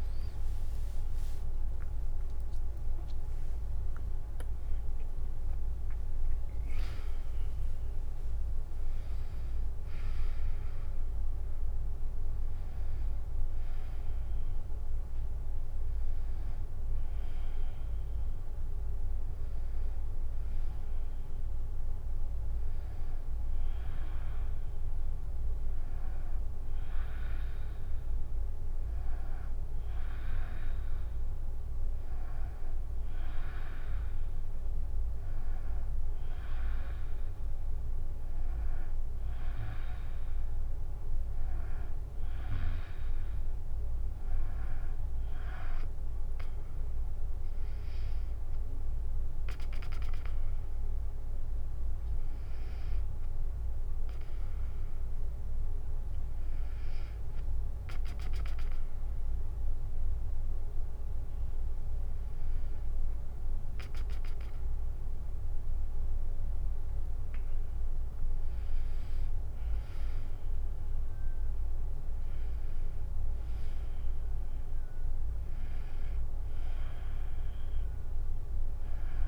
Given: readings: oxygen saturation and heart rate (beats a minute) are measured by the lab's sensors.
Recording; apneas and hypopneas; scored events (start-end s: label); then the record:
breathing in sleep, hard to hear, by a room microphone; none
0.00-3.50 s: tachycardia (device-marked, heart rate 109 extreme)
64.50-72.50 s: tachycardia (device-marked, heart rate 82 before, 129 extreme)
From the record:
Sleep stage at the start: N2 (light sleep); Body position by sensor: on the back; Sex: female